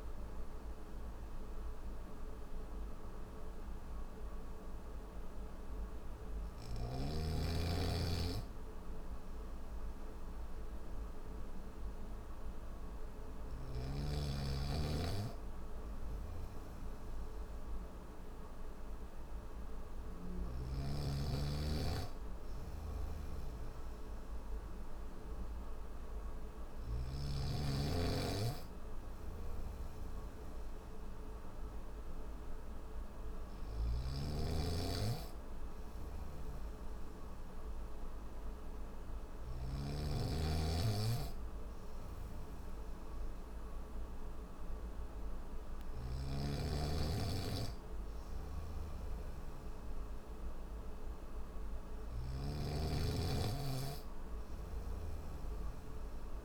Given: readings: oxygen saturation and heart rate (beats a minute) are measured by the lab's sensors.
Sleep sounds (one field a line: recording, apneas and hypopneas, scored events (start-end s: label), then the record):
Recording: breathing in sleep by a room microphone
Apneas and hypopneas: none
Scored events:
2.50-56.44 s: new sleep stage, N1 (lightest sleep)
20.00-26.50 s: snoring (device-marked)
33.00-39.50 s: snoring (device-marked)
45.50-52.00 s: snoring (device-marked)
54.00-56.44 s: snoring (device-marked)
From the record:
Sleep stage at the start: N3 (deep sleep)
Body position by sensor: on the back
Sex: male